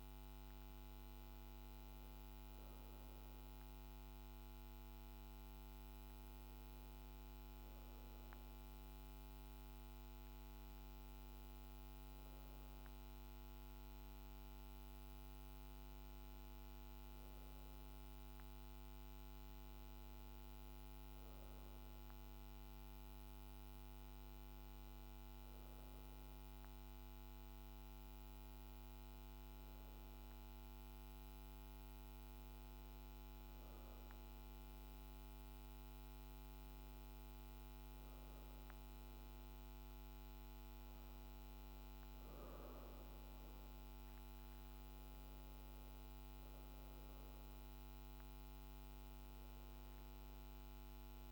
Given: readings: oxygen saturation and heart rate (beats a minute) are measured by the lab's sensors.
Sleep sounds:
breathing in sleep, hard to hear, by a microphone on the trachea; none
45.00-51.31 s: oxygen desaturation (device-marked, oxygen 94% before, 91% lowest, heart rate 56 before, 55 extreme)
From the record:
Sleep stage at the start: N2 (light sleep); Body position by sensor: on the back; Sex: female

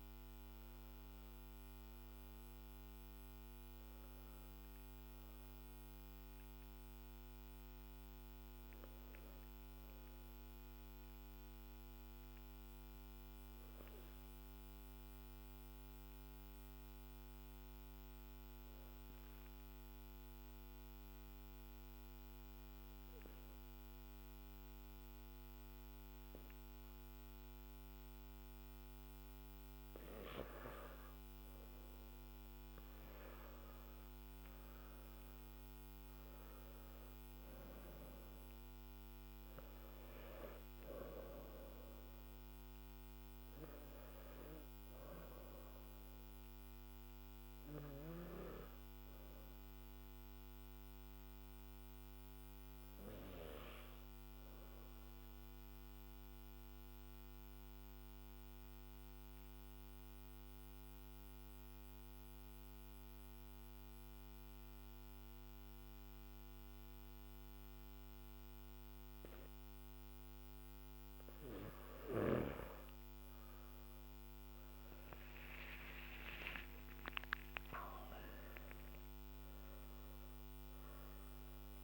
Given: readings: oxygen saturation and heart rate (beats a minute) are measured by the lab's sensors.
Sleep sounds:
breathing in sleep by a microphone on the trachea; 2
0.00-19.50 s: oxygen desaturation (device-marked, oxygen 91% lowest, heart rate 49 extreme)
10.50-30.00 s: obstructive apnea (oxygen 98% before, 91% lowest, heart rate 55 before, 50 extreme, up 9 after)
34.50-57.50 s: oxygen desaturation (device-marked, oxygen 98% before, 93% lowest, heart rate 52 before, 49 extreme)
49.00-71.00 s: obstructive apnea (oxygen 98% before, 91% lowest, heart rate 55 before, 49 extreme, up 11 after)
62.50-81.84 s: new sleep stage, N3 (deep sleep)
72.50-81.84 s: oxygen desaturation (device-marked, oxygen 98% before, 91% lowest, heart rate 50 before, 49 extreme)
From the record:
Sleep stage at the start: N1 (lightest sleep); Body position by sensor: on the back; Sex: male

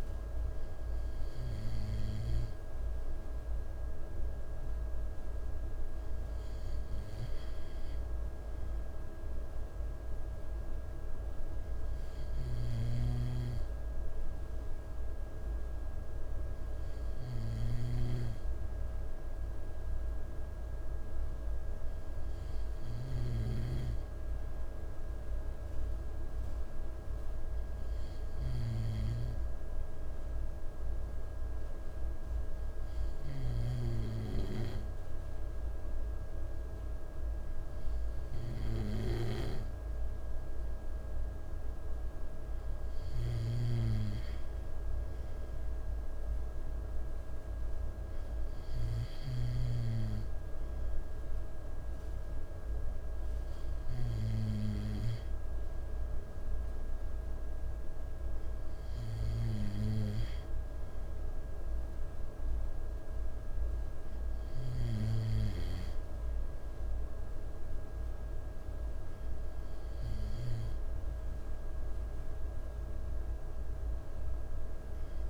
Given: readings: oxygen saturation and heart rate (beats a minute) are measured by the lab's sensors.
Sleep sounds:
breathing in sleep by a room microphone; none
12.00-49.00 s: snoring (device-marked)
From the record:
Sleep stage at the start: N2 (light sleep); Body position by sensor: on the right side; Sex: male

